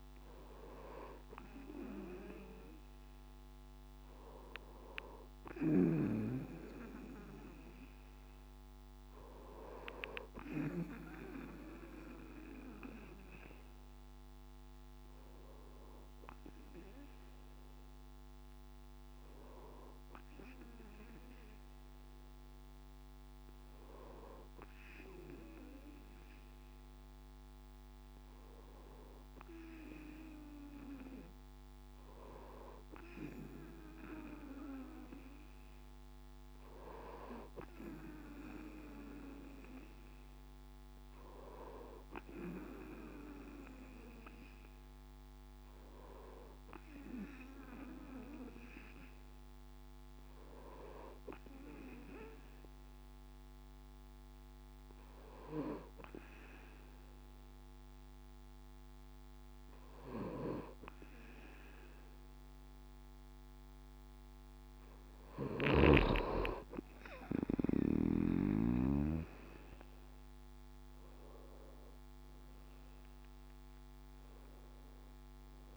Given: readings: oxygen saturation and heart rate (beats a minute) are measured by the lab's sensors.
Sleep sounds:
breathing in sleep by a microphone on the trachea; none
68.00-72.00 s: arousal
From the record:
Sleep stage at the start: N2 (light sleep); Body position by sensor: on the right side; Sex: male

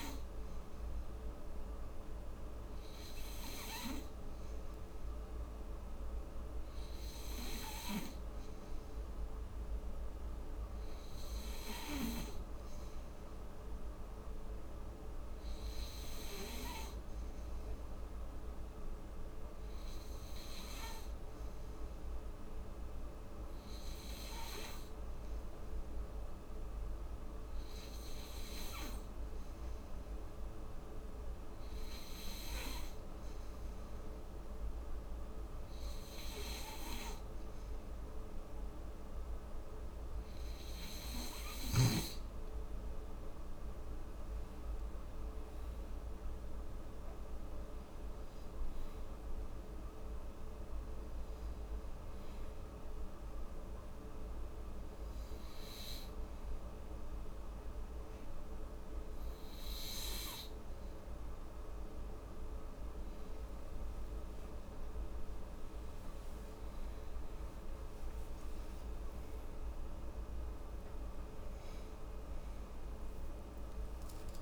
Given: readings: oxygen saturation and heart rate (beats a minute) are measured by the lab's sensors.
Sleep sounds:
breathing in sleep by a room microphone; none
56.50-74.42 s: new sleep stage, N2 (light sleep)
63.00-67.50 s: arousal
From the record:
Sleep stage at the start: N3 (deep sleep); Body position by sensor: on the back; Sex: female

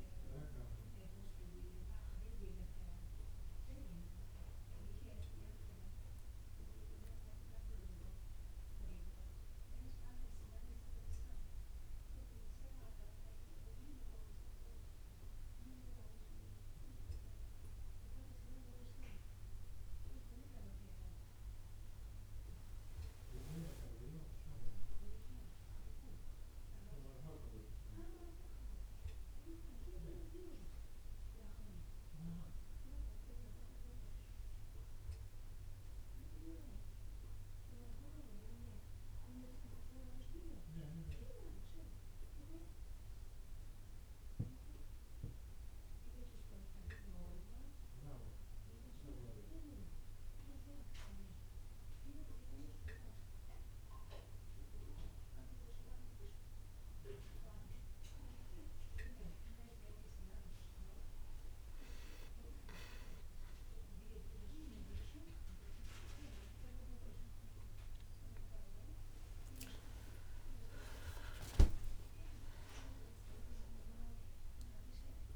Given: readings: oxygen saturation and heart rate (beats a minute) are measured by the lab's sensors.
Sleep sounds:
breathing in sleep by a room microphone; none
24.50-26.50 s: long interval between heartbeats (device-marked)
31.00-61.00 s: bradycardia (device-marked)
64.00-68.50 s: arousal
From the record:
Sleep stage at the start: N1 (lightest sleep); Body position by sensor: on the back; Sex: male

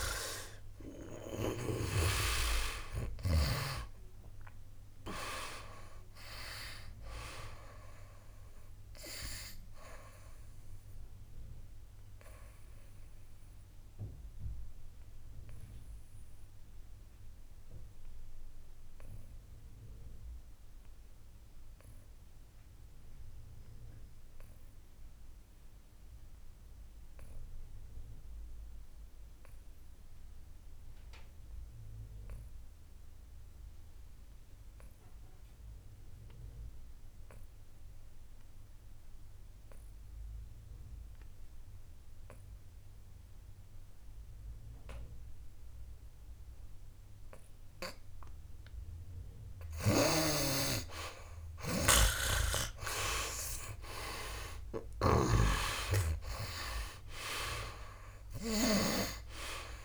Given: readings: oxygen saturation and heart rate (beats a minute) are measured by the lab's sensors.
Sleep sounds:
breathing in sleep by a room microphone; 1
0.00-3.00 s: arousal
0.00-33.00 s: oxygen desaturation (device-marked, oxygen 73% lowest, heart rate 57 extreme)
10.50-49.00 s: obstructive apnea (oxygen 98% before, 68% lowest, heart rate 70 before, 57 extreme, up 12 after)
35.00-59.85 s: oxygen desaturation (device-marked, oxygen 98% before, 68% lowest, heart rate 60 before, 58 extreme)
52.50-56.00 s: arousal
From the record:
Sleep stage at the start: N2 (light sleep); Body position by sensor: on the back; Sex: male

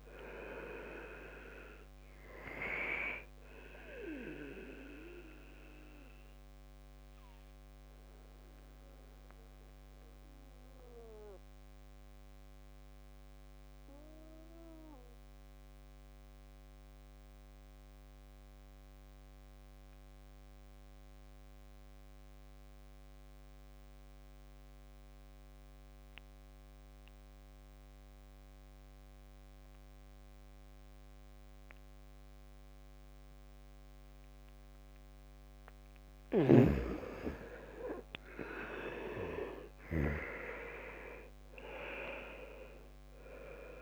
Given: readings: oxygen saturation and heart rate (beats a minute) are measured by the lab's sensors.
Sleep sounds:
breathing in sleep by a microphone on the trachea; 1
0.00-23.50 s: oxygen desaturation (device-marked, oxygen 77% lowest, heart rate 64 extreme)
5.00-35.00 s: mixed apnea (oxygen 99% before, 76% lowest, heart rate 68 before, 64 extreme, up 5 after)
32.50-43.81 s: oxygen desaturation (device-marked, oxygen 99% before, 76% lowest, heart rate 67 before, 63 extreme)
36.50-41.00 s: arousal
From the record:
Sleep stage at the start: N2 (light sleep); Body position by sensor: on the back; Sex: male

